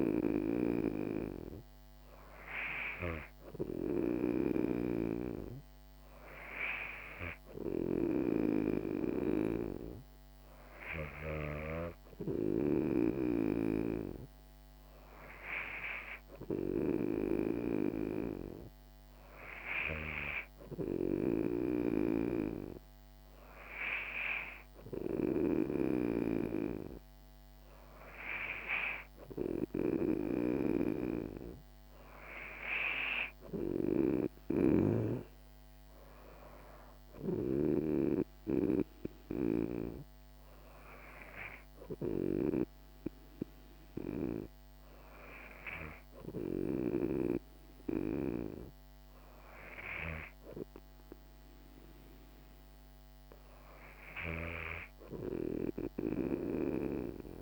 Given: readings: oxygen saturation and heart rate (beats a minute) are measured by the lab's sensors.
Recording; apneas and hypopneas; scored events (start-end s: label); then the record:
breathing in sleep by a microphone on the trachea; none
none scored
From the record:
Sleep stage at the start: N2 (light sleep); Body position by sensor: on the back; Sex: female